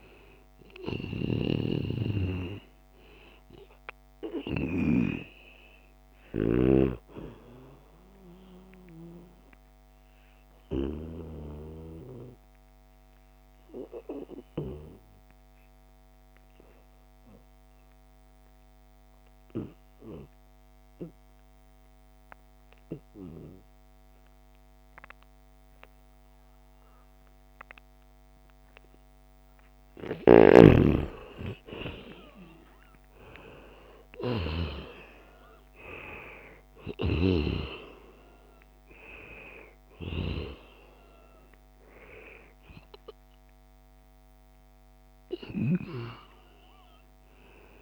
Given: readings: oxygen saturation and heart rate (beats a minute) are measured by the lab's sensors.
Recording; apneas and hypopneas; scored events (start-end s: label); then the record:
breathing in sleep by a microphone on the trachea; 1
0.00-12.00 s: oxygen desaturation (device-marked, oxygen 88% lowest, heart rate 68 extreme)
8.50-29.00 s: obstructive apnea (oxygen 95% before, 90% lowest, heart rate 81 before, 72 extreme, up 13 after)
30.50-34.00 s: arousal
32.50-34.50 s: long interval between heartbeats (device-marked, heart rate 74 before, 81 extreme)
42.00-47.82 s: oxygen desaturation (device-marked, oxygen 96% before, 90% lowest, heart rate 78 before, 79 extreme)
From the record:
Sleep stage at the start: N2 (light sleep); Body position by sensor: on the back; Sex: male